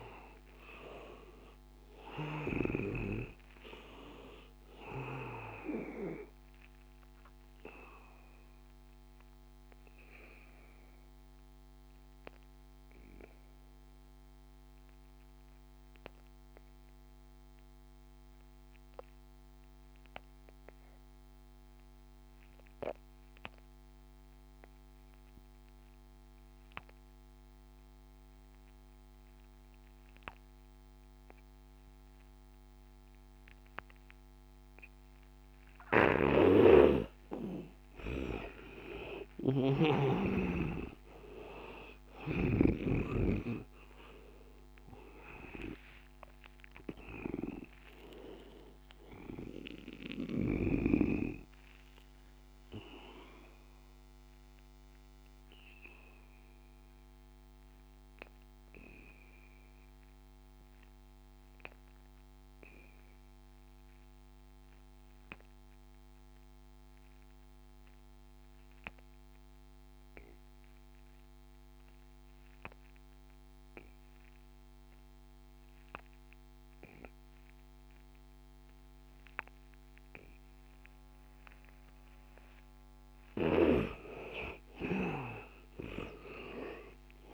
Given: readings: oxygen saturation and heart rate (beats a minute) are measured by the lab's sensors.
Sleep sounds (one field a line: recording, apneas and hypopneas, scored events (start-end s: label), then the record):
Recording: breathing in sleep by a microphone on the trachea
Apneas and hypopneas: 2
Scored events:
0.00-3.00 s: arousal
0.00-19.50 s: oxygen desaturation (device-marked, oxygen 84% lowest, heart rate 82 extreme)
7.00-36.50 s: obstructive apnea (oxygen 99% before, 82% lowest, heart rate 88 before, 82 extreme, up 10 after)
33.50-67.50 s: oxygen desaturation (device-marked, oxygen 99% before, 82% lowest, heart rate 87 before, 75 extreme)
36.00-40.00 s: snoring (device-marked)
40.50-44.50 s: arousal
53.50-81.50 s: obstructive apnea (oxygen 99% before, 81% lowest, heart rate 89 before, 75 extreme, up 14 after)
69.50-87.34 s: oxygen desaturation (device-marked, oxygen 99% before, 81% lowest, heart rate 84 before, 78 extreme)
83.00-87.34 s: snoring (device-marked)
From the record:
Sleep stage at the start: N2 (light sleep)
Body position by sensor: on the back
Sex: male